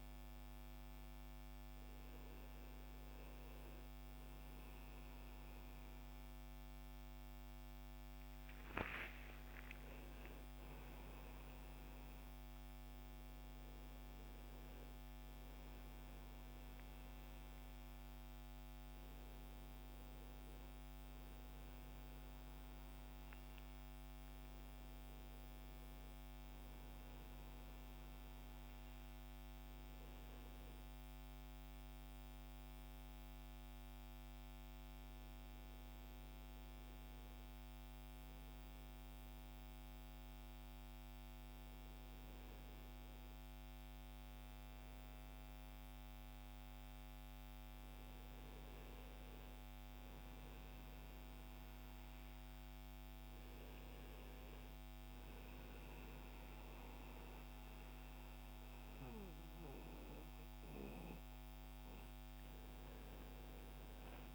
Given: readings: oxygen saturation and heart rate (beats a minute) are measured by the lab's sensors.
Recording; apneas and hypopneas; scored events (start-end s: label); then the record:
a person awake in a sleep study, hard to hear, by a microphone on the trachea; none
57.00-64.35 s: new sleep stage, N1 (lightest sleep)
From the record:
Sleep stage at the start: awake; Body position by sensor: on the right side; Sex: male